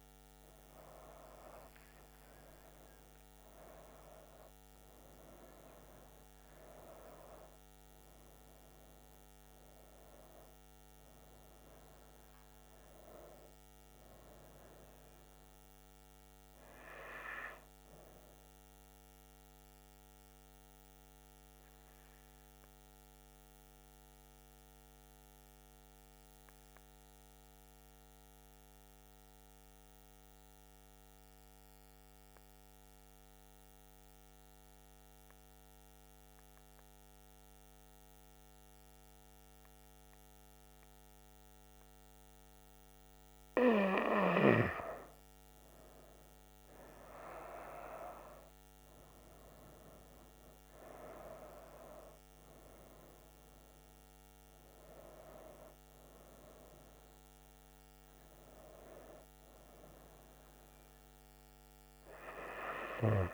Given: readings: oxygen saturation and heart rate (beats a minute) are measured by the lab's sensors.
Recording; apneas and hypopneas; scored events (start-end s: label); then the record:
breathing in sleep by a microphone on the trachea; 1
0.00-4.50 s: arousal
0.00-23.50 s: oxygen desaturation (device-marked, oxygen 91% lowest, heart rate 65 extreme)
25.50-42.50 s: obstructive apnea (oxygen 98% before, 91% lowest, heart rate 78 before, 68 extreme, up 8 after)
43.50-63.34 s: oxygen desaturation (device-marked, oxygen 97% before, 91% lowest, heart rate 68 before, 66 extreme)
44.50-48.50 s: arousal
From the record:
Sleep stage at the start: N2 (light sleep); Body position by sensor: on the right side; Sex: female